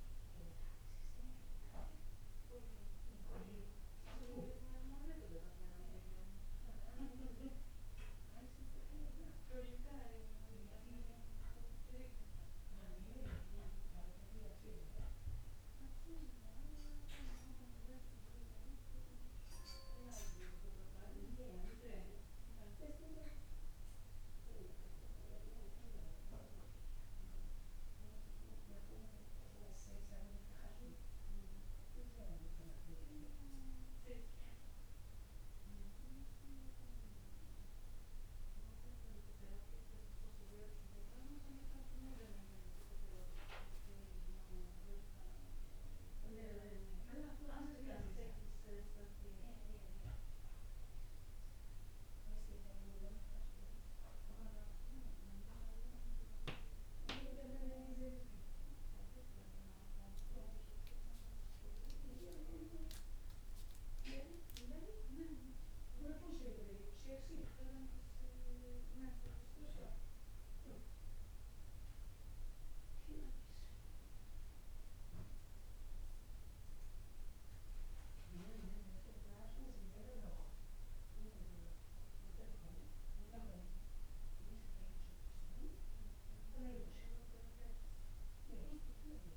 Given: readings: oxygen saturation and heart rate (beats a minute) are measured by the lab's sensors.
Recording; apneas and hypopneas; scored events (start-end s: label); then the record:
breathing in sleep by a room microphone; none
4.00-89.37 s: new sleep stage, N2 (light sleep)
From the record:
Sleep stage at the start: N1 (lightest sleep); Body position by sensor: on the back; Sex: male